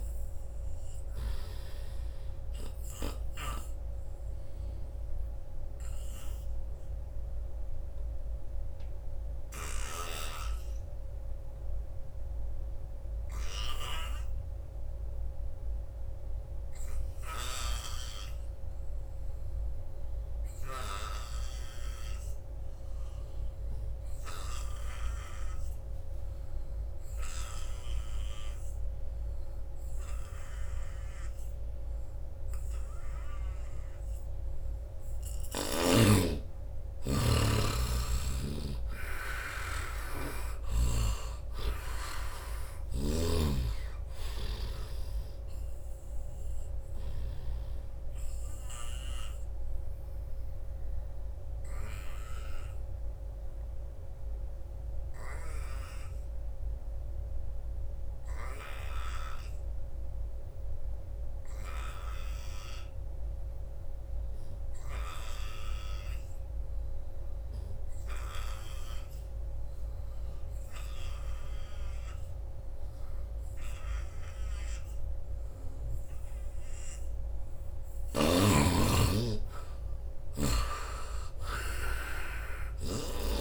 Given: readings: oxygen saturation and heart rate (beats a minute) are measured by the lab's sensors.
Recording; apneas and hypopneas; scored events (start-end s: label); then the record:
breathing in sleep by a room microphone; 2
0.00-15.50 s: oxygen desaturation (device-marked, oxygen 70% lowest, heart rate 64 extreme)
3.50-34.50 s: obstructive apnea (oxygen 96% before, 70% lowest, heart rate 73 before, 76 extreme, up 7 after)
26.50-61.50 s: oxygen desaturation (device-marked, oxygen 98% before, 72% lowest, heart rate 84 before, 76 extreme)
36.00-40.00 s: arousal
43.00-47.50 s: snoring (device-marked)
46.50-77.00 s: obstructive apnea (oxygen 98% before, 72% lowest, heart rate 82 before, 78 extreme, up 8 after)
63.50-83.41 s: oxygen desaturation (device-marked, oxygen 98% before, 75% lowest, heart rate 88 before, 67 extreme)
78.50-82.50 s: arousal
From the record:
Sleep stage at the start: N2 (light sleep); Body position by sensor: on the front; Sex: male